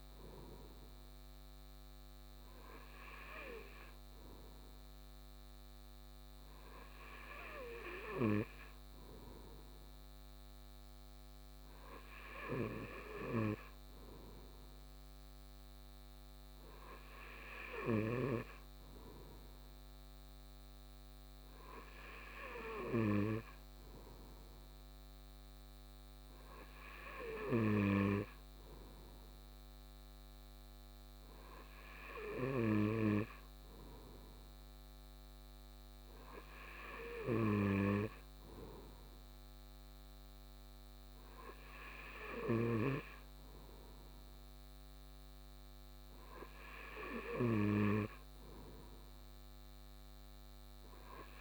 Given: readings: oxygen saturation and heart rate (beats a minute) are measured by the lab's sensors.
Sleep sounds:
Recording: breathing in sleep by a microphone on the trachea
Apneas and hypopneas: none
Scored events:
none scored
From the record:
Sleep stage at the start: N2 (light sleep)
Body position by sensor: on the right side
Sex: male

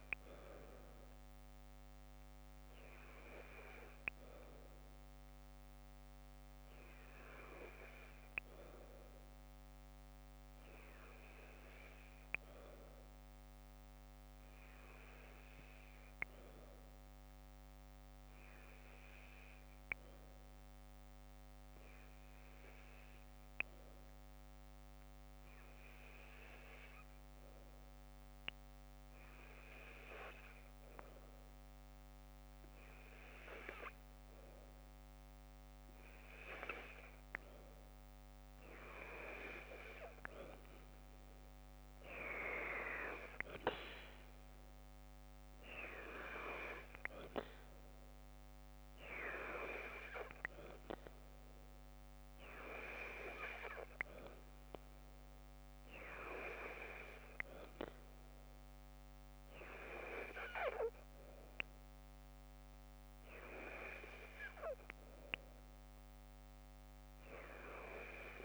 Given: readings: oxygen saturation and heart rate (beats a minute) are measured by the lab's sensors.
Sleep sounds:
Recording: breathing in sleep by a microphone on the trachea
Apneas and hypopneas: 1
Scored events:
18.00-30.50 s: hypopnea (oxygen 97% before, 92% lowest, heart rate 55 before, 55 extreme, up 2 after)
31.00-35.00 s: arousal
35.00-59.00 s: oxygen desaturation (device-marked, oxygen 96% before, 92% lowest, heart rate 55 before, 53 extreme)
From the record:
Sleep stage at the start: N2 (light sleep)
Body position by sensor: on the left side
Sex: female

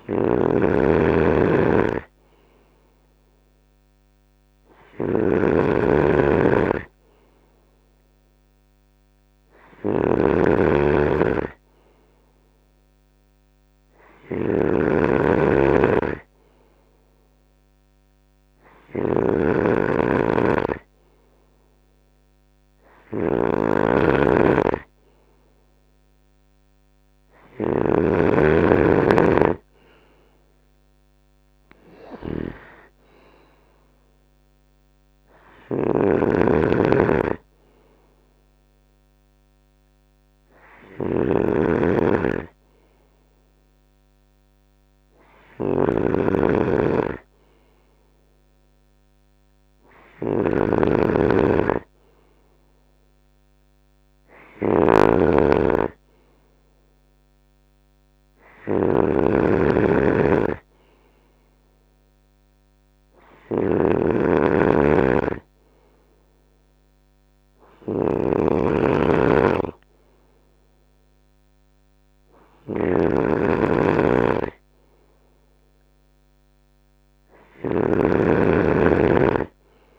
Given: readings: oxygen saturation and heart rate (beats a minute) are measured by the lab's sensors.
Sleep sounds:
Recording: breathing in sleep by a microphone on the trachea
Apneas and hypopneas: none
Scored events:
0.00-79.99 s: snoring (device-marked)
28.50-40.50 s: drop in pulse transit time (device-marked, heart rate 74 before, 67 extreme)
From the record:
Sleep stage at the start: N3 (deep sleep)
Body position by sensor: on the right side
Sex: male

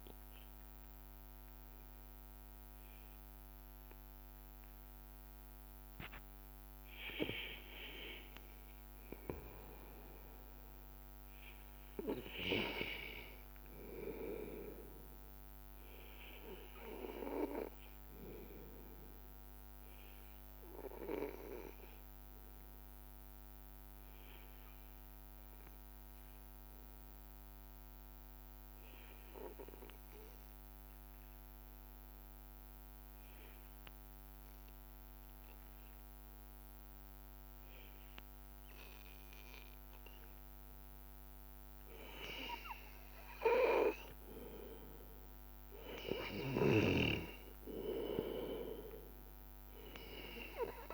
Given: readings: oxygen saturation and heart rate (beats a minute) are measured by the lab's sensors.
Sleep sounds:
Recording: breathing in sleep by a microphone on the trachea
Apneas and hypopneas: 1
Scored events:
12.50-15.50 s: arousal
17.00-38.50 s: obstructive apnea (oxygen 97% before, 93% lowest, heart rate 84 before, 82 extreme, up 1 after)
38.50-50.93 s: oxygen desaturation (device-marked, oxygen 96% before, 93% lowest, heart rate 82 before, 83 extreme)
40.50-44.00 s: arousal
From the record:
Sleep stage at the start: N2 (light sleep)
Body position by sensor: on the back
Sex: male

